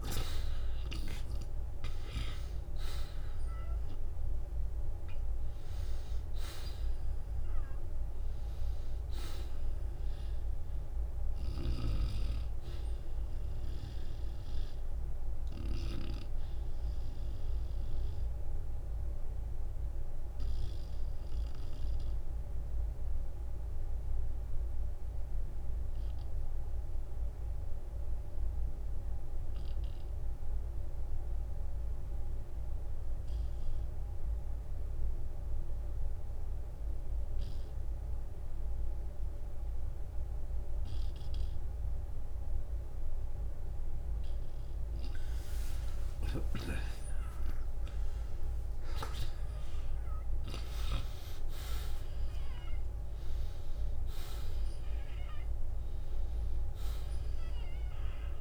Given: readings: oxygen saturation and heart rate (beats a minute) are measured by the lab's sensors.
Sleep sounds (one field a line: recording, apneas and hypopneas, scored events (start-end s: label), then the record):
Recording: breathing in sleep by a room microphone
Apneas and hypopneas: 1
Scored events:
0.00-2.00 s: arousal
3.00-15.00 s: oxygen desaturation (device-marked, oxygen 96% before, 93% lowest, heart rate 57 before, 47 extreme)
17.00-44.00 s: obstructive apnea (oxygen 97% before, 84% lowest, heart rate 61 before, 42 extreme, up 24 after)
22.00-36.00 s: oxygen desaturation (device-marked, oxygen 93% before, 87% lowest, heart rate 61 before, 42 extreme)
28.50-30.50 s: long interval between heartbeats (device-marked, heart rate 59 before, 65 extreme)
37.00-39.00 s: long interval between heartbeats (device-marked, heart rate 58 before, 48 extreme)
42.50-44.50 s: long interval between heartbeats (device-marked, heart rate 55 before, 48 extreme)
50.50-57.50 s: arousal
54.00-58.41 s: oxygen desaturation (device-marked, oxygen 95% before, 92% lowest, heart rate 53 before, 38 extreme)
From the record:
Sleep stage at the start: N2 (light sleep)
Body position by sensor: on the back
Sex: male